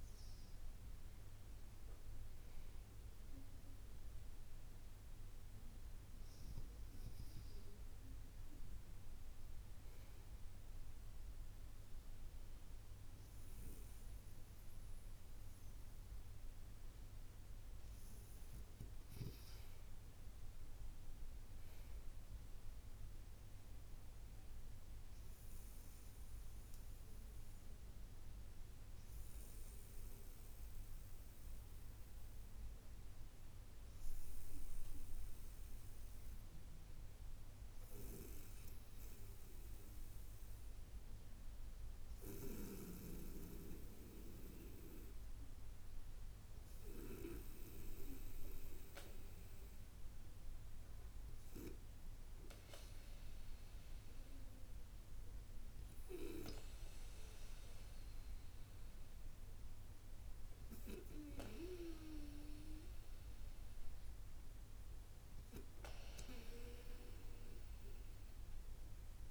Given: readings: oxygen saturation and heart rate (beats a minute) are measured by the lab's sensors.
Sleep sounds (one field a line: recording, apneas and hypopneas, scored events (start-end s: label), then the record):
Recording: breathing in sleep by a room microphone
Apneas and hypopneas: none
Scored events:
none scored
From the record:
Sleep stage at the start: N2 (light sleep)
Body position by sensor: on the back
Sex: female